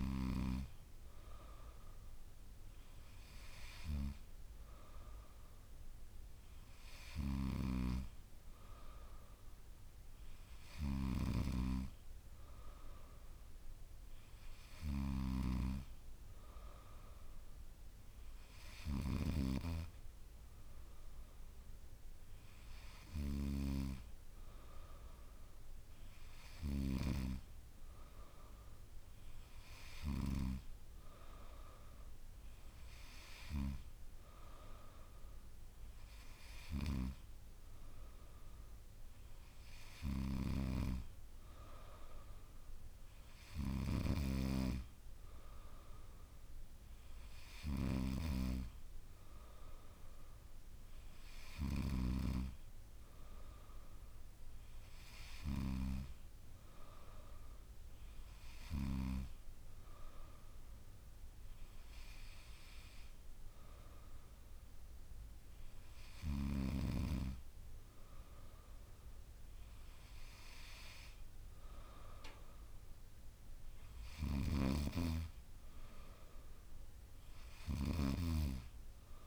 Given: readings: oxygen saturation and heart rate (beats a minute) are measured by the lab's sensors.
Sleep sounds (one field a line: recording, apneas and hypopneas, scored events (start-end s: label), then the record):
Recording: breathing in sleep by a room microphone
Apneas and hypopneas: none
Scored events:
none scored
From the record:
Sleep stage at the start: N2 (light sleep)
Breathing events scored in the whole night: 100 in 8.2 hours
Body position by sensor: on the back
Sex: female